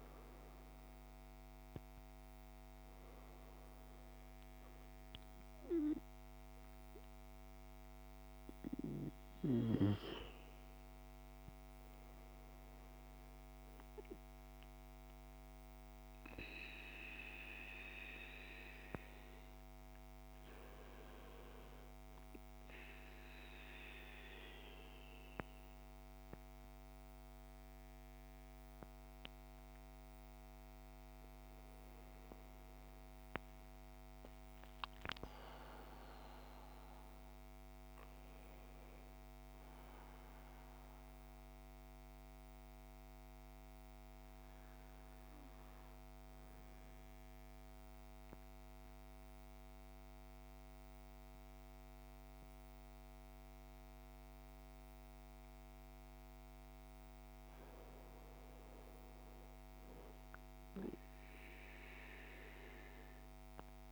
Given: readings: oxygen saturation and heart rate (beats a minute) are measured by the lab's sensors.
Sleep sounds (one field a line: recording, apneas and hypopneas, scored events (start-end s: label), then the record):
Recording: breathing in sleep by a microphone on the trachea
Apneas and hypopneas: 1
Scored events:
0.00-17.50 s: oxygen desaturation (device-marked, oxygen 82% lowest, heart rate 58 extreme)
34.00-37.50 s: arousal
40.50-56.50 s: obstructive apnea (oxygen 100% before, 93% lowest, heart rate 64 before, 59 extreme, up 4 after)
58.50-62.00 s: arousal
63.50-63.92 s: new sleep stage, N2 (light sleep)
From the record:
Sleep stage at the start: N1 (lightest sleep)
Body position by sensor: on the back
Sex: male